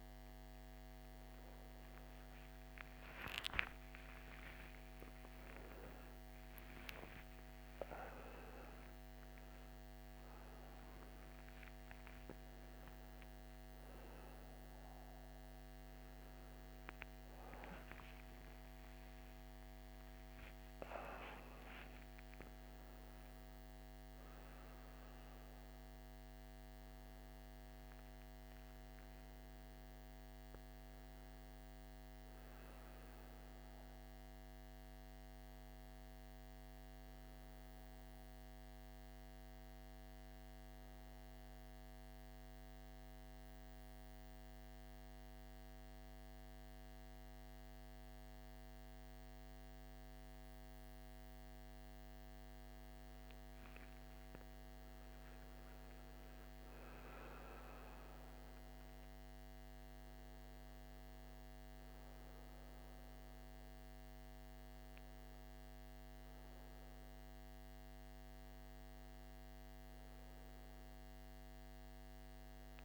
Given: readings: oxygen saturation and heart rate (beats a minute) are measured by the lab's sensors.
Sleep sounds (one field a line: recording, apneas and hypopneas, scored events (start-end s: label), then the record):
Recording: a person partly awake in a sleep study, hard to hear, by a microphone on the trachea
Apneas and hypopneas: 1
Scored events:
27.50-72.85 s: new sleep stage, N1 (lightest sleep)
39.00-50.50 s: central apnea (oxygen 98% before, 93% lowest, heart rate 69 before, 52 extreme, up 7 after)
53.00-56.50 s: arousal
58.50-72.85 s: oxygen desaturation (device-marked, oxygen 97% before, 94% lowest, heart rate 54 before, 53 extreme)
From the record:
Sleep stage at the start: awake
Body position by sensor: on the right side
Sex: male